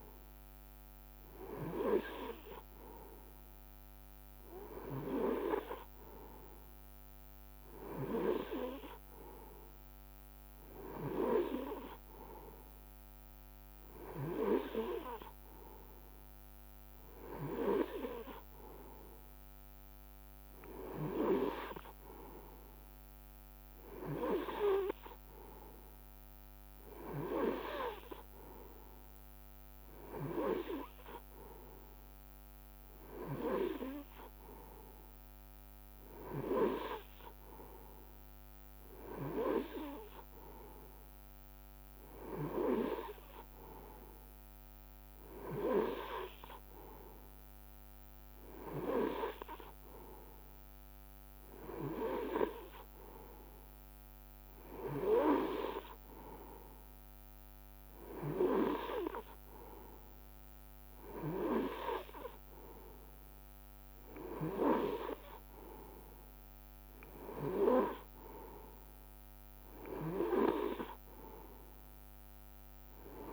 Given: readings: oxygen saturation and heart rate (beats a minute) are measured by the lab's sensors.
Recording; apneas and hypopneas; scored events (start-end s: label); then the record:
breathing in sleep by a microphone on the trachea; none
26.50-28.50 s: long interval between heartbeats (device-marked, heart rate 62 before, 70 extreme)
From the record:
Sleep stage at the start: N3 (deep sleep); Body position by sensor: on the right side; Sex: male